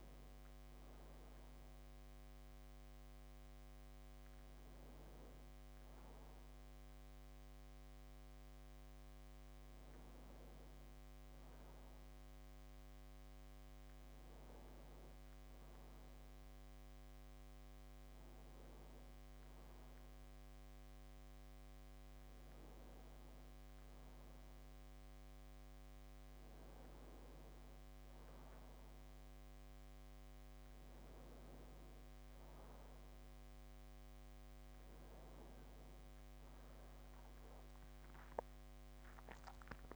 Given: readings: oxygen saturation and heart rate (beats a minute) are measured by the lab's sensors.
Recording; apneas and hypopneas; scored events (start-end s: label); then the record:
breathing in sleep, hard to hear, by a microphone on the trachea; none
none scored
From the record:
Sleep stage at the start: N2 (light sleep); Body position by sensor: on the back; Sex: male